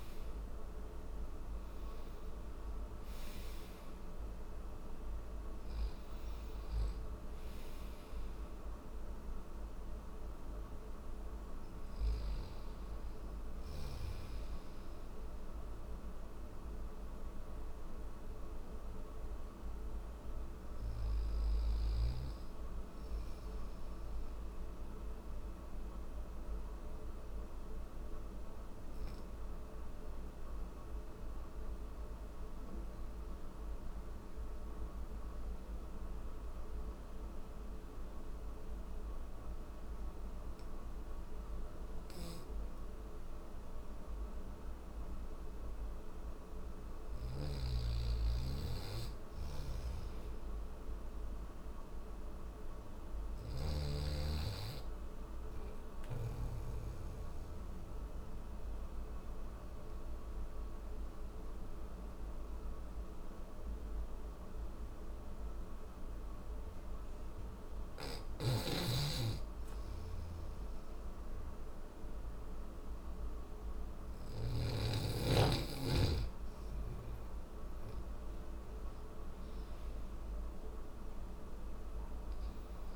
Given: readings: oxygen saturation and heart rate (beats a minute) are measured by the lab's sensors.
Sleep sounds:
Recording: breathing in sleep by a room microphone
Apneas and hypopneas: 1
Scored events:
0.00-14.50 s: oxygen desaturation (device-marked, oxygen 92% lowest)
23.50-45.00 s: mixed apnea (oxygen 95% before, 94% lowest)
46.00-55.50 s: snoring (device-marked)
51.50-73.50 s: oxygen desaturation (device-marked, oxygen 98% before, 94% lowest)
67.00-73.50 s: snoring (device-marked)
From the record:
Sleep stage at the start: N1 (lightest sleep)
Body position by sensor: on the back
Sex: male

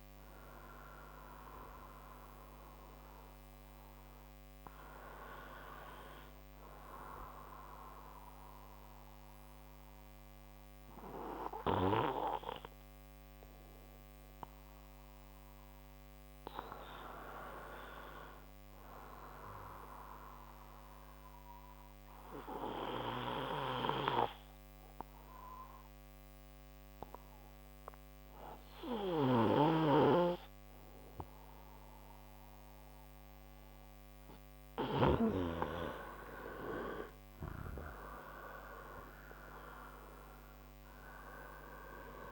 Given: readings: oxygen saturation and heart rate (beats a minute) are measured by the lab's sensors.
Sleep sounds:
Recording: breathing in sleep by a microphone on the trachea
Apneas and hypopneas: 1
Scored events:
0.00-16.00 s: oxygen desaturation (device-marked, oxygen 89% lowest, heart rate 61 extreme)
7.00-36.50 s: mixed apnea (oxygen 93% before, 89% lowest, heart rate 72 before, 62 extreme, up 14 after)
29.50-35.50 s: snoring (device-marked)
34.00-42.31 s: oxygen desaturation (device-marked, oxygen 96% before, 90% lowest)
42.00-42.31 s: new sleep stage, awake
From the record:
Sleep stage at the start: N2 (light sleep)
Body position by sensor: on the front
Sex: male

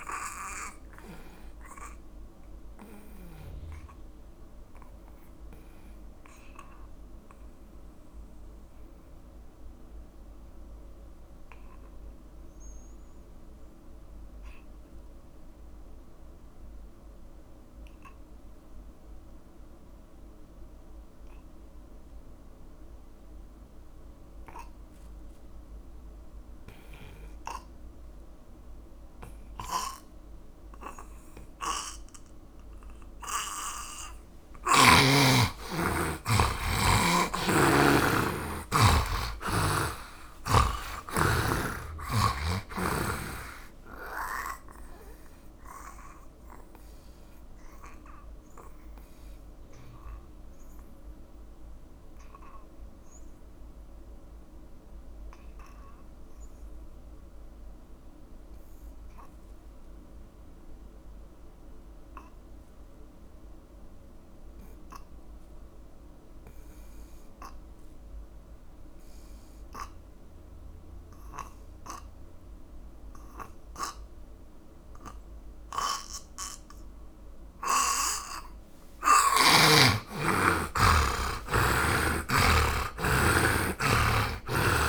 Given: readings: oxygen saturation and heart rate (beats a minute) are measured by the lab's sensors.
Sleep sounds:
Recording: breathing in sleep by a room microphone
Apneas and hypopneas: 2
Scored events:
0.00-3.00 s: oxygen desaturation (device-marked, oxygen 90% lowest)
3.00-33.50 s: obstructive apnea (oxygen 100% before, 77% lowest)
8.00-18.00 s: oxygen desaturation (device-marked, oxygen 91% before, 77% lowest)
33.00-68.00 s: oxygen desaturation (device-marked, oxygen 100% before, 79% lowest)
35.50-39.50 s: arousal
46.50-78.50 s: obstructive apnea (oxygen 100% before, 76% lowest)
70.00-84.89 s: oxygen desaturation (device-marked, oxygen 100% before, 76% lowest)
81.50-84.89 s: arousal
From the record:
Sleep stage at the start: N2 (light sleep)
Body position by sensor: on the right side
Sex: male

